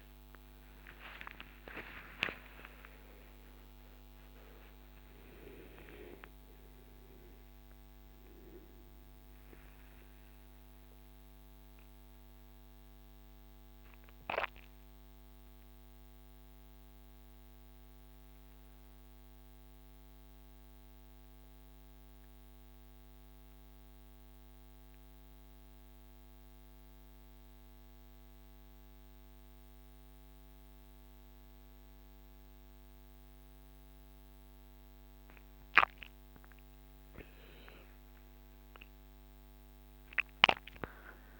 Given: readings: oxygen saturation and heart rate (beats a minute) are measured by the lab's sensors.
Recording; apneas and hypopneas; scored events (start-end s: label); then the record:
a person partly awake in a sleep study, by a microphone on the trachea; 1
19.50-31.00 s: central apnea (oxygen 97% before, 94% lowest, heart rate 71 before, 53 extreme, up 9 after)
19.50-41.40 s: new sleep stage, N2 (light sleep)
36.50-41.40 s: arousal
From the record:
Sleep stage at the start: awake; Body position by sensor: on the right side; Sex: male